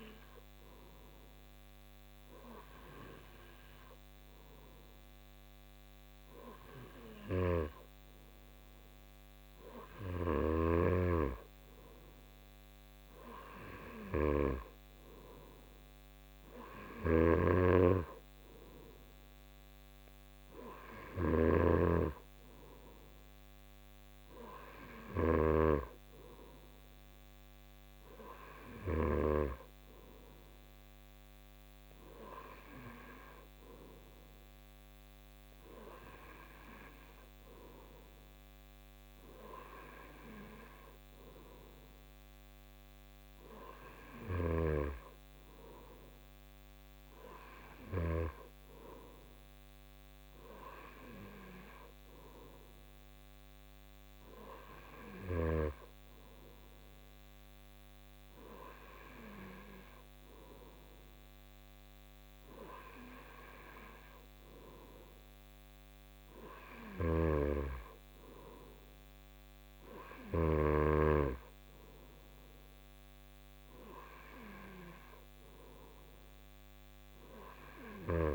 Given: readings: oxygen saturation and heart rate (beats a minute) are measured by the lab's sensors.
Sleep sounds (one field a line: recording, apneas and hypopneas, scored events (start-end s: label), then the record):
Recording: breathing in sleep by a microphone on the trachea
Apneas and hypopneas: none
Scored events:
21.00-25.50 s: snoring (device-marked)
From the record:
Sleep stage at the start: N2 (light sleep)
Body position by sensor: on the right side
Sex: male